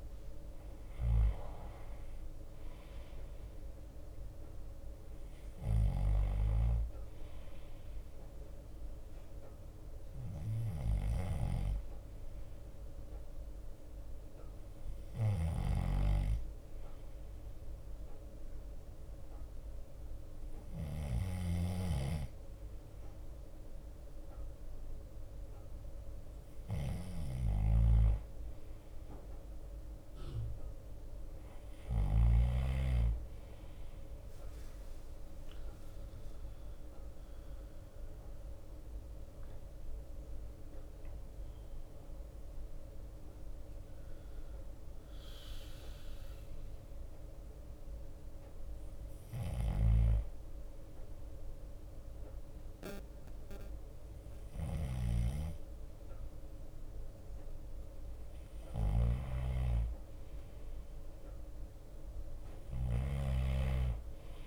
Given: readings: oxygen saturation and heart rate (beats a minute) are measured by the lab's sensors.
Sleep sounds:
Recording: breathing in sleep by a room microphone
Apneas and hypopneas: 1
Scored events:
0.00-2.00 s: drop in pulse transit time (device-marked, heart rate 35 extreme)
0.00-64.47 s: bradycardia (device-marked)
2.00-4.00 s: long interval between heartbeats (device-marked, heart rate 49 before, 36 extreme)
6.50-8.50 s: long interval between heartbeats (device-marked, heart rate 45 before, 38 extreme)
35.00-49.00 s: drop in pulse transit time (device-marked, heart rate 55 before, 46 extreme)
36.50-40.00 s: arousal
40.00-42.00 s: long interval between heartbeats (device-marked, heart rate 55 before, 58 extreme)
45.00-57.50 s: hypopnea (oxygen 92% before, 90% lowest, heart rate 54 before, 44 extreme, up 12 after)
49.50-51.50 s: long interval between heartbeats (device-marked, heart rate 54 before, 54 extreme)
59.50-64.47 s: snoring (device-marked)
60.00-63.50 s: arousal
From the record:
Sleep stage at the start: N2 (light sleep)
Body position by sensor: on the back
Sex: male

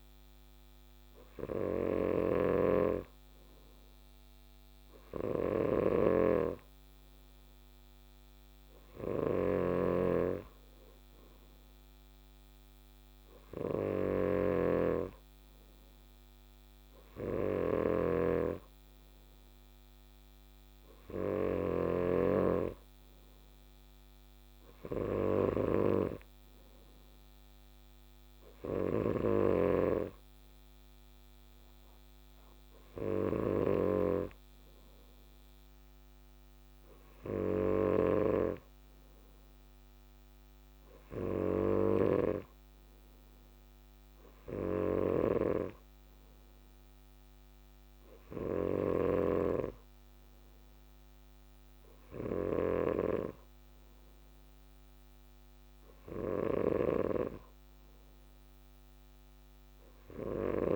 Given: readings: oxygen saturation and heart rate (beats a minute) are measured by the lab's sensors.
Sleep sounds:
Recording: breathing in sleep by a microphone on the trachea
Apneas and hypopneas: none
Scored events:
0.00-29.50 s: snoring (device-marked)
48.50-53.00 s: snoring (device-marked)
From the record:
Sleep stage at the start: N2 (light sleep)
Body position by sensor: on the left side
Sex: male

